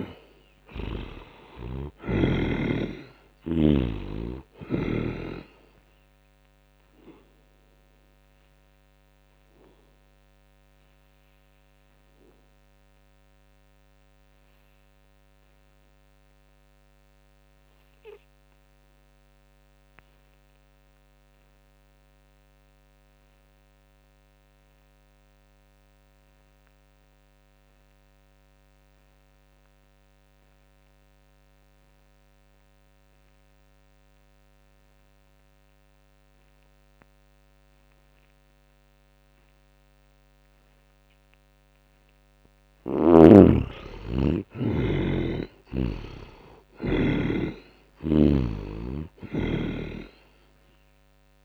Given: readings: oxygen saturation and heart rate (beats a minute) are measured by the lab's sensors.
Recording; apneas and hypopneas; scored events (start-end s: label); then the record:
breathing in sleep by a microphone on the trachea; 1
0.00-21.00 s: oxygen desaturation (device-marked, oxygen 70% lowest, heart rate 59 extreme)
7.00-41.50 s: obstructive apnea (oxygen 99% before, 68% lowest, heart rate 68 before, 59 extreme, up 23 after)
29.00-51.45 s: oxygen desaturation (device-marked, oxygen 98% before, 68% lowest, heart rate 82 before, 57 extreme)
43.00-46.00 s: arousal
From the record:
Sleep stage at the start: N2 (light sleep); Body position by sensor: on the back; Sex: male